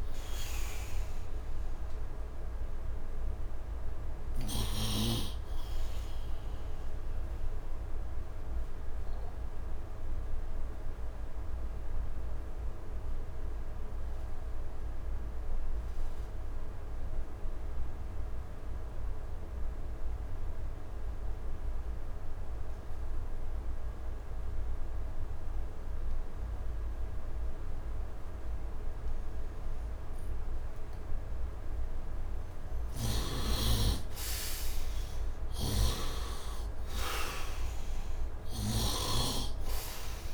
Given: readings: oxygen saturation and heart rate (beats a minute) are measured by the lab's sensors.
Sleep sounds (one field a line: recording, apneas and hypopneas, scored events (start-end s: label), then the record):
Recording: breathing in sleep by a room microphone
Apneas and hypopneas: 1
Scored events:
0.00-11.00 s: oxygen desaturation (device-marked, oxygen 62% lowest, heart rate 70 extreme)
6.00-31.50 s: obstructive apnea (oxygen 81% before, 62% lowest, heart rate 78 before, 66 extreme, up 10 after)
28.00-40.34 s: oxygen desaturation (device-marked, oxygen 100% before, 71% lowest, heart rate 75 before, 66 extreme)
32.50-39.00 s: snoring (device-marked)
33.50-38.00 s: arousal
From the record:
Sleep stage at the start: N2 (light sleep)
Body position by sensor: on the right side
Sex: male